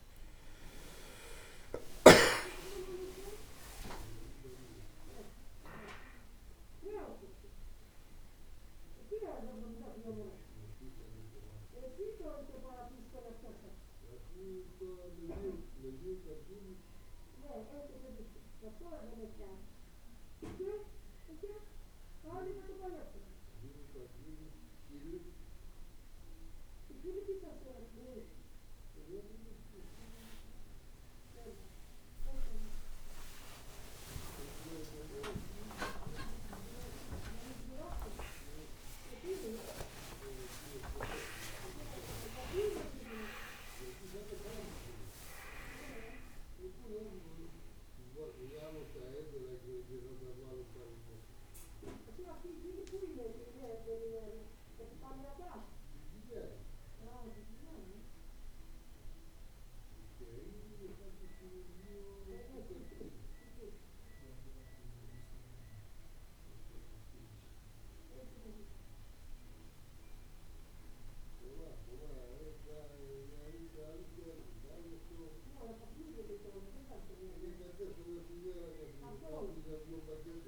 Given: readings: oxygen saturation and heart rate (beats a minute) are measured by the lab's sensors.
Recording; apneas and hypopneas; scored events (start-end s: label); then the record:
a person partly awake in a sleep study, by a room microphone; none
2.00-6.00 s: arousal
24.50-54.50 s: new sleep stage, awake
32.50-34.50 s: long interval between heartbeats (device-marked, heart rate 61 before, 73 extreme)
41.00-43.00 s: long interval between heartbeats (device-marked, heart rate 70 before, 105 extreme)
54.50-80.48 s: new sleep stage, N1 (lightest sleep)
From the record:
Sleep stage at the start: N2 (light sleep); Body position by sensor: on the back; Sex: male